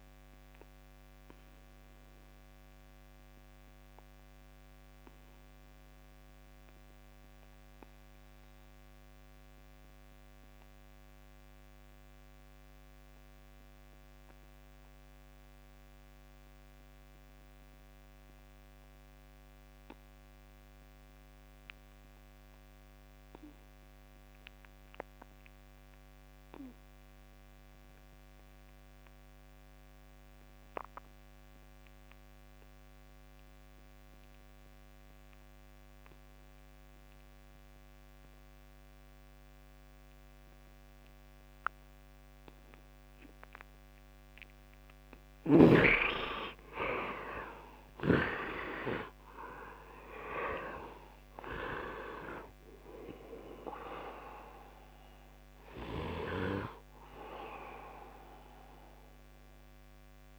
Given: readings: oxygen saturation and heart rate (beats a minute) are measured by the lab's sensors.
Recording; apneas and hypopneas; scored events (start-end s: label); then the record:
breathing in sleep by a microphone on the trachea; 1
0.00-22.00 s: oxygen desaturation (device-marked, oxygen 71% lowest, heart rate 66 extreme)
1.00-45.00 s: obstructive apnea (oxygen 100% before, 62% lowest, heart rate 80 before, 67 extreme, up 18 after)
24.00-60.39 s: oxygen desaturation (device-marked, oxygen 98% before, 62% lowest, heart rate 73 before, 70 extreme)
46.00-50.00 s: arousal
From the record:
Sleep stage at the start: N2 (light sleep); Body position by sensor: on the right side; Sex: male